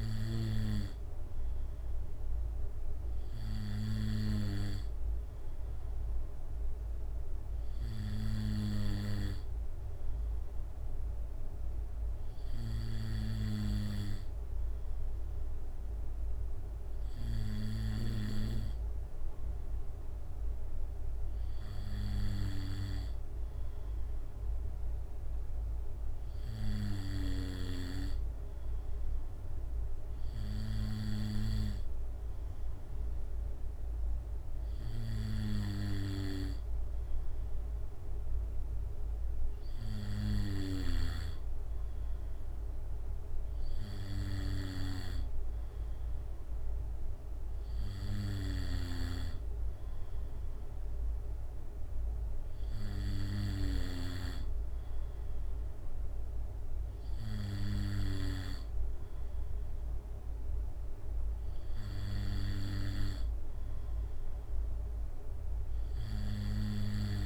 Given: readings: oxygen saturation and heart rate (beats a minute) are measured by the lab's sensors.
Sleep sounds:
breathing in sleep by a room microphone; none
none scored
From the record:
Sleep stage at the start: N2 (light sleep); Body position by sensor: on the back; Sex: male

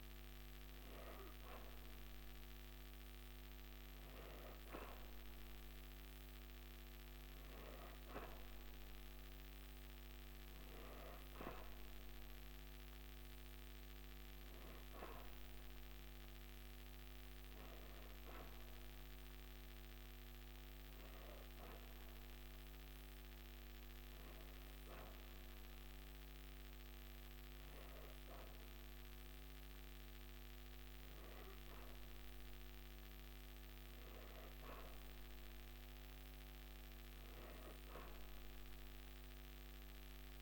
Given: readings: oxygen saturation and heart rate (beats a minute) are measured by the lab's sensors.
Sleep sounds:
breathing in sleep, hard to hear, by a microphone on the trachea; none
none scored
From the record:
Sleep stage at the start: N3 (deep sleep); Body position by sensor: on the back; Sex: female

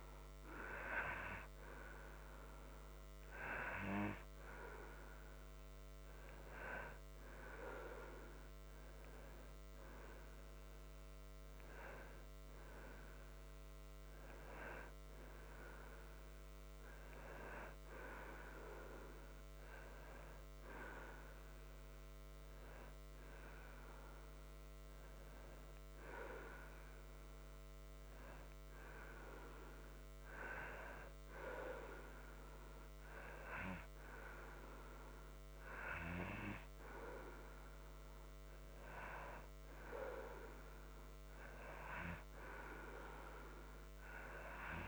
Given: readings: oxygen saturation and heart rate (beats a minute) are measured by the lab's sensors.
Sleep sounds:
breathing in sleep by a microphone on the trachea; none
none scored
From the record:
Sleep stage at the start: N2 (light sleep); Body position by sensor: on the right side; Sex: male

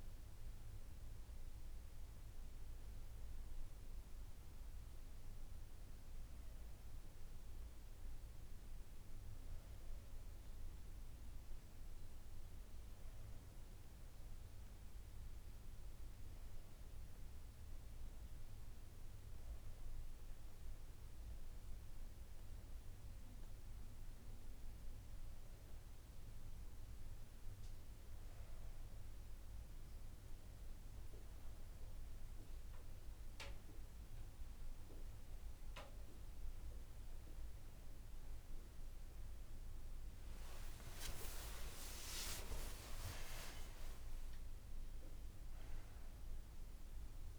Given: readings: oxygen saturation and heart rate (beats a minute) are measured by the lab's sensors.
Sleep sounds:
a person awake in a sleep study, by a room microphone; none
none scored
From the record:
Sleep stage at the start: awake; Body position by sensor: on the right side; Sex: female

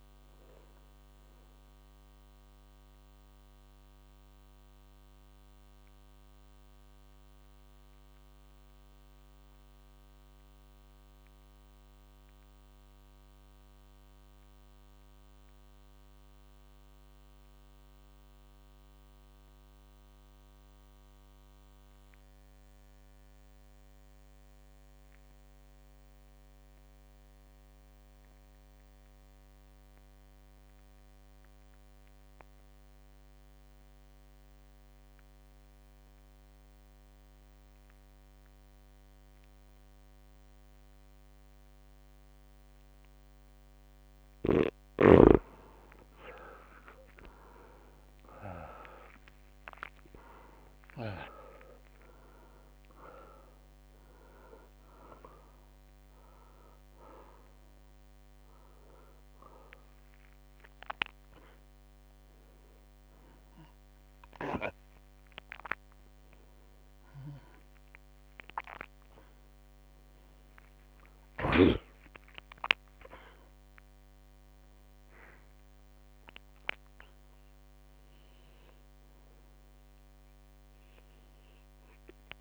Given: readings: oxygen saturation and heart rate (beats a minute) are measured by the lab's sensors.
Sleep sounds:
breathing in sleep by a microphone on the trachea; 1
0.00-10.50 s: oxygen desaturation (device-marked, oxygen 83% lowest, heart rate 55 extreme)
0.00-17.50 s: drop in pulse transit time (device-marked, heart rate 55 extreme)
3.50-44.00 s: mixed apnea (oxygen 99% before, 79% lowest, heart rate 58 before, 55 extreme, up 2 after)
37.50-76.50 s: oxygen desaturation (device-marked, oxygen 99% before, 79% lowest, heart rate 56 before, 57 extreme)
47.50-51.00 s: arousal
51.50-56.50 s: drop in pulse transit time (device-marked, heart rate 57 before, 59 extreme)
76.50-82.00 s: arousal
From the record:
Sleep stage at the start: N2 (light sleep); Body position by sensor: on the back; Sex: male

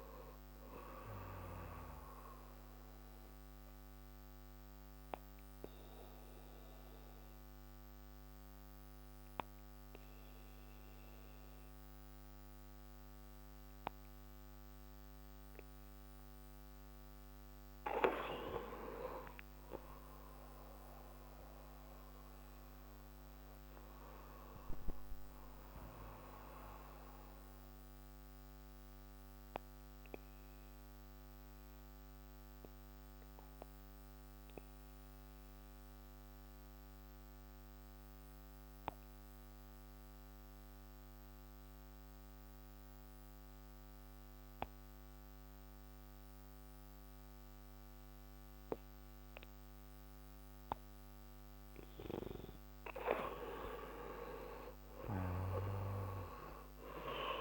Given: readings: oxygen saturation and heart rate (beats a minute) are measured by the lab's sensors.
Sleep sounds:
breathing in sleep by a microphone on the trachea; 2
0.00-21.50 s: oxygen desaturation (device-marked, oxygen 87% lowest)
3.00-16.50 s: obstructive apnea (oxygen 98% before, 87% lowest)
19.00-24.00 s: arousal
28.50-51.00 s: mixed apnea (oxygen 98% before, 89% lowest)
52.50-57.41 s: oxygen desaturation (device-marked, oxygen 96% before, 89% lowest)
54.50-57.41 s: arousal
From the record:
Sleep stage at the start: N2 (light sleep); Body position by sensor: on the back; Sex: male

